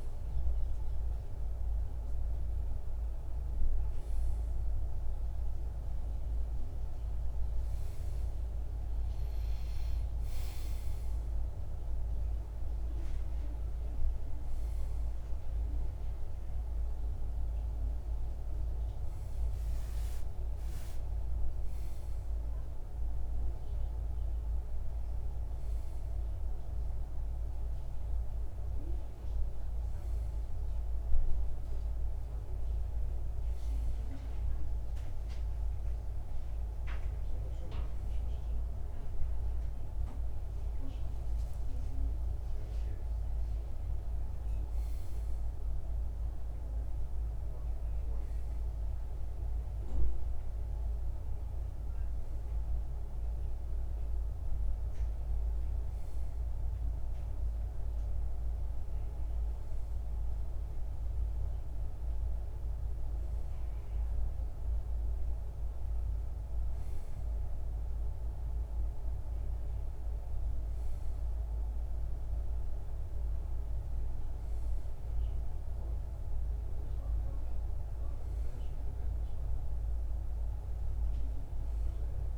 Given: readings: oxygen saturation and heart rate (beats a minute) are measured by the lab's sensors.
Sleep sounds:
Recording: breathing in sleep, hard to hear, by a room microphone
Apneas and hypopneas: none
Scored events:
none scored
From the record:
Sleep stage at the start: N1 (lightest sleep)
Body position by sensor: on the back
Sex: male

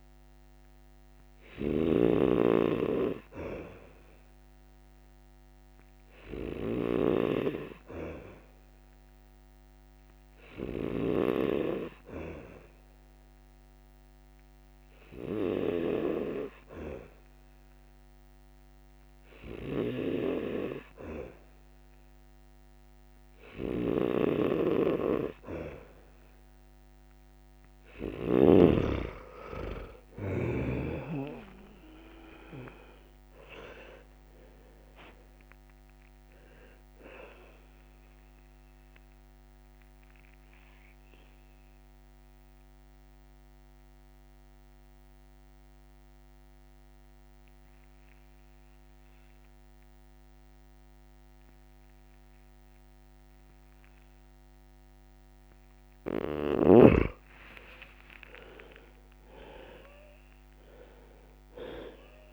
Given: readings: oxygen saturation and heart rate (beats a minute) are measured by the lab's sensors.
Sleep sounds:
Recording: breathing in sleep by a microphone on the trachea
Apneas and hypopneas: 1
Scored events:
0.00-2.00 s: snoring (device-marked)
23.50-28.50 s: snoring (device-marked)
30.00-34.00 s: arousal
39.00-56.00 s: mixed apnea (oxygen 96% before, 90% lowest, heart rate 73 before, 62 extreme, up 9 after)
57.50-62.00 s: arousal
From the record:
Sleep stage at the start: N2 (light sleep)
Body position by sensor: on the back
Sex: male

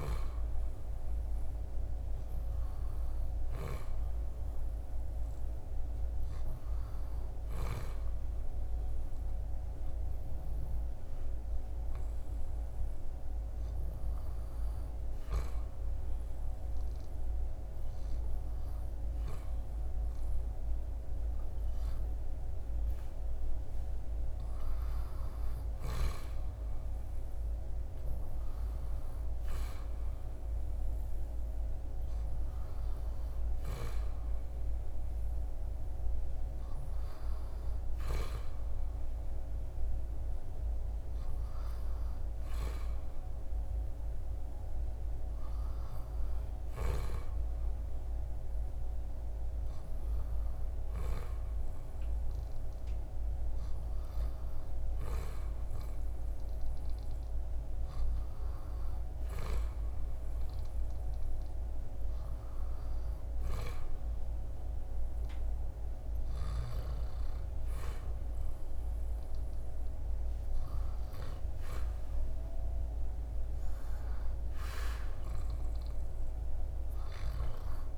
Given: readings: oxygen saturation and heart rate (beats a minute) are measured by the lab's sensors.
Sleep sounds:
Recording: breathing in sleep by a room microphone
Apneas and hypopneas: 1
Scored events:
9.00-22.50 s: hypopnea (oxygen 98% before, 95% lowest, heart rate 76 before, 72 extreme, up 5 after)
24.50-28.00 s: arousal
63.00-77.98 s: new sleep stage, REM sleep
From the record:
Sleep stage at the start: N2 (light sleep)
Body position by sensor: on the back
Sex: male

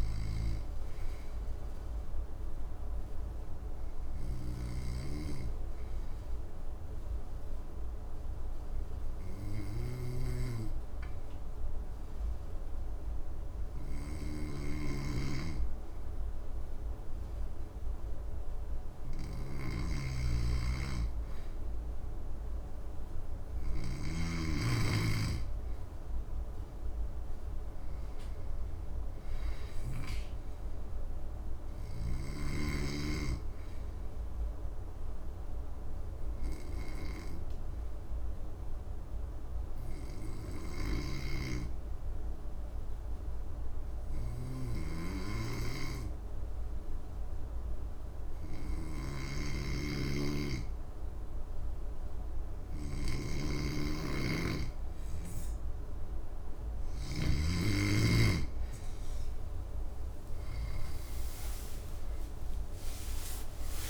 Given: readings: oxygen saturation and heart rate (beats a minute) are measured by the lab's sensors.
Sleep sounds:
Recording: breathing in sleep by a room microphone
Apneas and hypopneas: 2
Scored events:
0.00-30.00 s: snoring (device-marked)
2.00-18.00 s: obstructive apnea (oxygen 97% before, 89% lowest, heart rate 71 before, 63 extreme, up 4 after)
20.50-24.00 s: arousal
25.00-47.00 s: oxygen desaturation (device-marked, oxygen 98% before, 94% lowest, heart rate 65 before, 65 extreme)
33.00-54.50 s: obstructive apnea (oxygen 98% before, 89% lowest, heart rate 67 before, 65 extreme, up 20 after)
40.50-60.50 s: snoring (device-marked)
57.00-63.90 s: oxygen desaturation (device-marked, oxygen 97% before, 89% lowest, heart rate 66 before, 62 extreme)
61.50-63.90 s: arousal
From the record:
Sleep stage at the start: N2 (light sleep)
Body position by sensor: on the back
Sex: male

